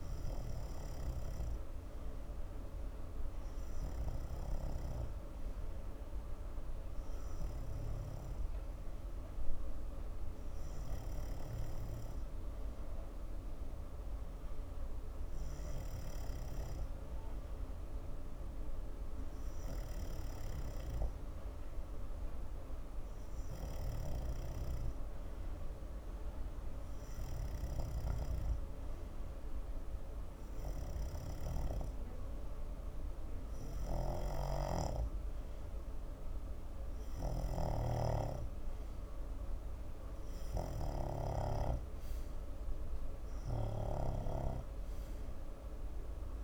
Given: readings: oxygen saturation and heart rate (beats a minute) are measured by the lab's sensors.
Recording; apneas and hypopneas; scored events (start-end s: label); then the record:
breathing in sleep by a room microphone; none
1.00-5.00 s: snoring (device-marked)
16.50-46.44 s: snoring (device-marked)
From the record:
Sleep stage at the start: N2 (light sleep); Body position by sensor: on the front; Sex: male